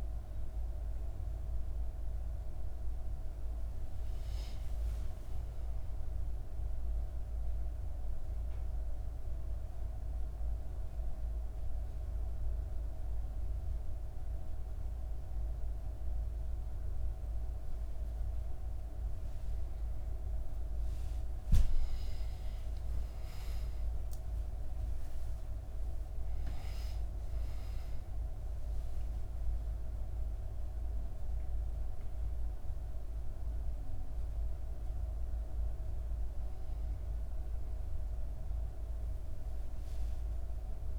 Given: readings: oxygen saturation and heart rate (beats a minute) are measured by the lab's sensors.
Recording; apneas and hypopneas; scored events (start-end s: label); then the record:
breathing in sleep, hard to hear, by a room microphone; none
19.00-24.50 s: arousal
39.00-40.98 s: arousal
From the record:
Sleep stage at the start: REM sleep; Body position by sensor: on the back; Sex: female